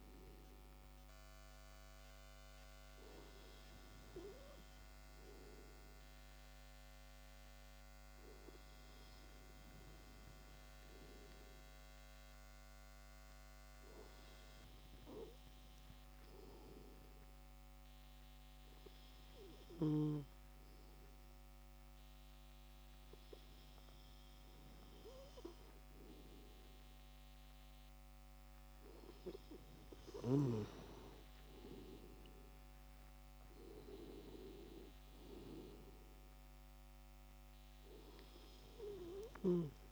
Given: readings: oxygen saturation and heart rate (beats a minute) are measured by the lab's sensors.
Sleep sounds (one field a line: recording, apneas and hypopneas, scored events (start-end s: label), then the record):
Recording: breathing in sleep by a microphone on the trachea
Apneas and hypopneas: 1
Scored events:
1.50-29.00 s: obstructive apnea (oxygen 96% before, 95% lowest)
32.50-36.00 s: arousal
From the record:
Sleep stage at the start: N2 (light sleep)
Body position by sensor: on the left side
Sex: male